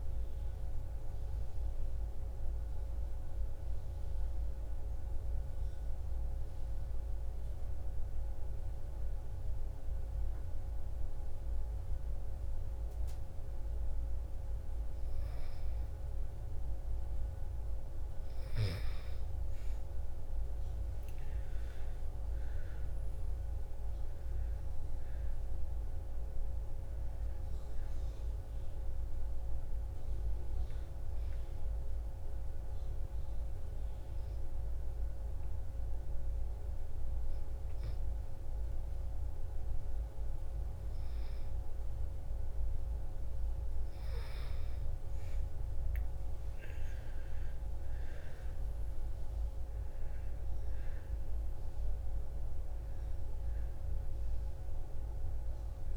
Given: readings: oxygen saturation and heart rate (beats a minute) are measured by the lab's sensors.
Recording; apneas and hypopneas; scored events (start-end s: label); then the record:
breathing in sleep, hard to hear, by a room microphone; 2
0.00-10.00 s: oxygen desaturation (device-marked, oxygen 90% lowest, heart rate 54 extreme)
5.00-15.00 s: mixed apnea (oxygen 97% before, 91% lowest, heart rate 61 before, 54 extreme, up 5 after)
16.00-21.50 s: arousal
22.00-39.00 s: oxygen desaturation (device-marked, oxygen 98% before, 91% lowest, heart rate 56 before, 54 extreme)
28.50-40.50 s: obstructive apnea (oxygen 98% before, 88% lowest, heart rate 58 before, 54 extreme, up 5 after)
45.50-50.50 s: arousal
49.00-55.97 s: oxygen desaturation (device-marked, oxygen 98% before, 92% lowest, heart rate 57 before, 55 extreme)
From the record:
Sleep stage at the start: N2 (light sleep); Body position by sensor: on the back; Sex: female